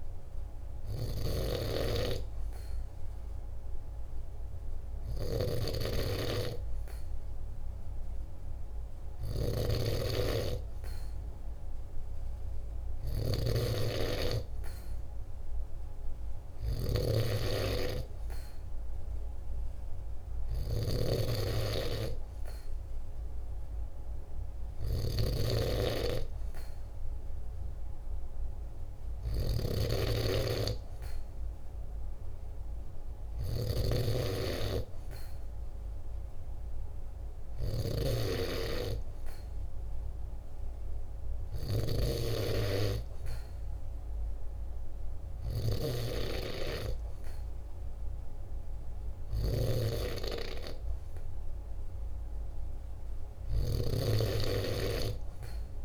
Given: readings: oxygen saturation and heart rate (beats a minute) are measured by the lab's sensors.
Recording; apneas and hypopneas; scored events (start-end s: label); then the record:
breathing in sleep by a room microphone; none
0.00-1.00 s: snoring (device-marked)
9.00-55.85 s: snoring (device-marked)
From the record:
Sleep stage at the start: N2 (light sleep); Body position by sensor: on the right side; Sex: male